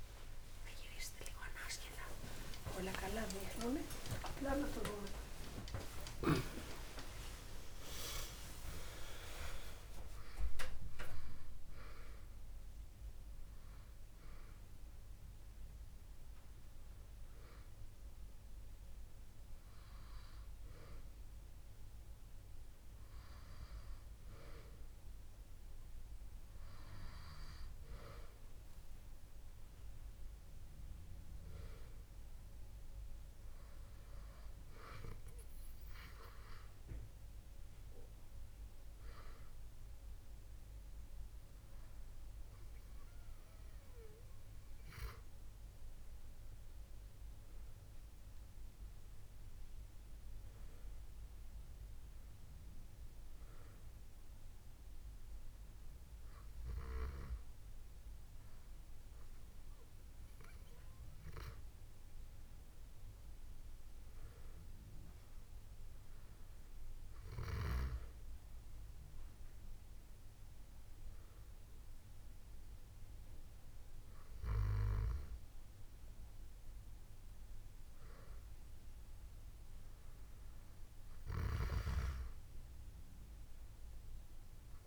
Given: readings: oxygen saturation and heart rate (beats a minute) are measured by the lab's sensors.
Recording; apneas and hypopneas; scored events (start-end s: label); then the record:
breathing in sleep by a room microphone; none
0.00-1.50 s: tachycardia (device-marked)
1.00-3.00 s: long interval between heartbeats (device-marked)
1.50-84.87 s: new sleep stage, N2 (light sleep)
2.00-8.50 s: arousal
46.00-51.50 s: arousal
61.50-63.50 s: long interval between heartbeats (device-marked)
From the record:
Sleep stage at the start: N3 (deep sleep); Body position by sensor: on the back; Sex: female